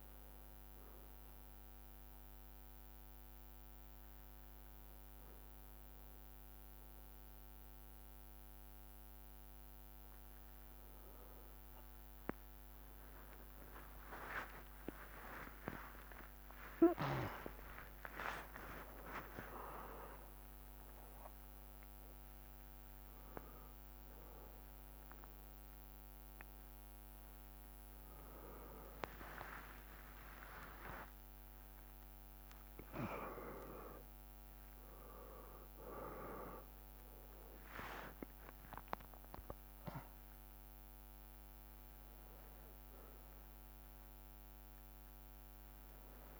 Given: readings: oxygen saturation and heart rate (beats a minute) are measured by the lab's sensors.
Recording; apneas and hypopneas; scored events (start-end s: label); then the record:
a person awake in a sleep study, by a microphone on the trachea; none
14.50-16.50 s: long interval between heartbeats (device-marked, heart rate 65 before, 88 extreme)
16.50-46.40 s: new sleep stage, awake
17.00-19.00 s: long interval between heartbeats (device-marked, heart rate 67 before, 99 extreme)
30.00-32.00 s: long interval between heartbeats (device-marked, heart rate 79 before, 76 extreme)
From the record:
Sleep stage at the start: N1 (lightest sleep); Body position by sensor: on the back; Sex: male